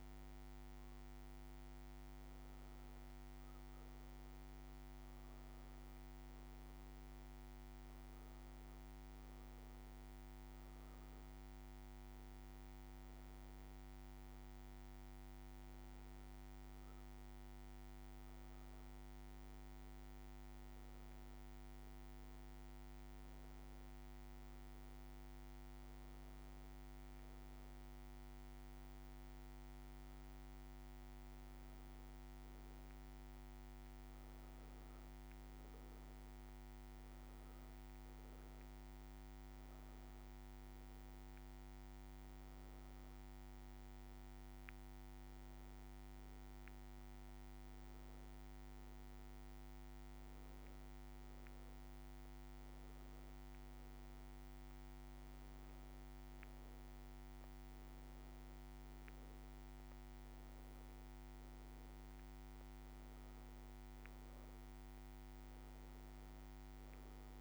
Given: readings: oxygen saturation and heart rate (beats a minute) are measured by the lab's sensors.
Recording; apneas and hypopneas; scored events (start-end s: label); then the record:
breathing in sleep, hard to hear, by a microphone on the trachea; none
none scored
From the record:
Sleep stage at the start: N2 (light sleep); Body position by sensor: on the back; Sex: female